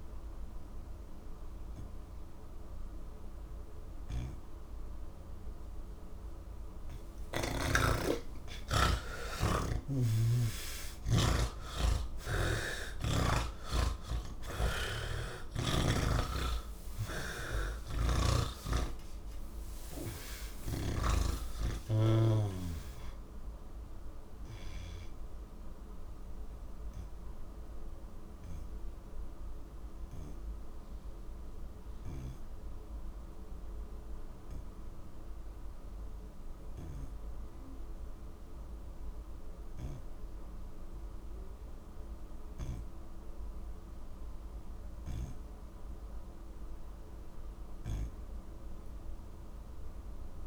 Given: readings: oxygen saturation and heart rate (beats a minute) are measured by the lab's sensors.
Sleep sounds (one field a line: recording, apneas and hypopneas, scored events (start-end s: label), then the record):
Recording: breathing in sleep by a room microphone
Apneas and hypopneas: none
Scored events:
14.00-21.00 s: snoring (device-marked)
From the record:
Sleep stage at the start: N1 (lightest sleep)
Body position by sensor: on the back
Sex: male